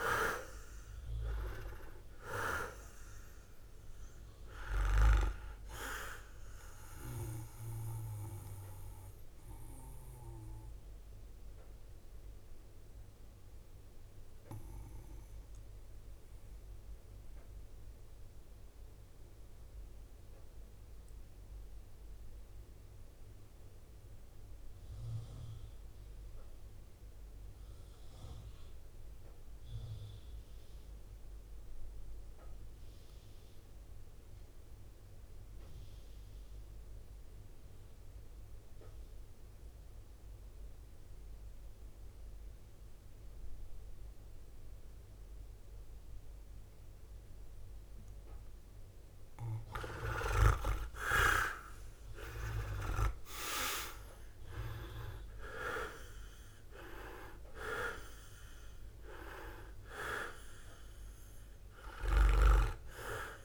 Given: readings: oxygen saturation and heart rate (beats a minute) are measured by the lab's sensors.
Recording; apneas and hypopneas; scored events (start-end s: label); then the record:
breathing in sleep by a room microphone; 1
0.00-11.00 s: drop in pulse transit time (device-marked, heart rate 57 extreme)
0.00-31.00 s: oxygen desaturation (device-marked, oxygen 72% lowest, heart rate 54 extreme)
6.50-50.00 s: mixed apnea (oxygen 91% before, 72% lowest, heart rate 70 before, 54 extreme, up 21 after)
37.00-40.00 s: drop in pulse transit time (device-marked, heart rate 57 before, 58 extreme)
51.00-54.50 s: arousal
52.00-54.00 s: leg movement (device-marked)
52.00-63.44 s: drop in pulse transit time (device-marked, heart rate 58 before, 60 extreme)
54.00-63.44 s: oxygen desaturation (device-marked, oxygen 98% before, 85% lowest, heart rate 59 before, 53 extreme)
From the record:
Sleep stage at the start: REM sleep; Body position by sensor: on the right side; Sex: male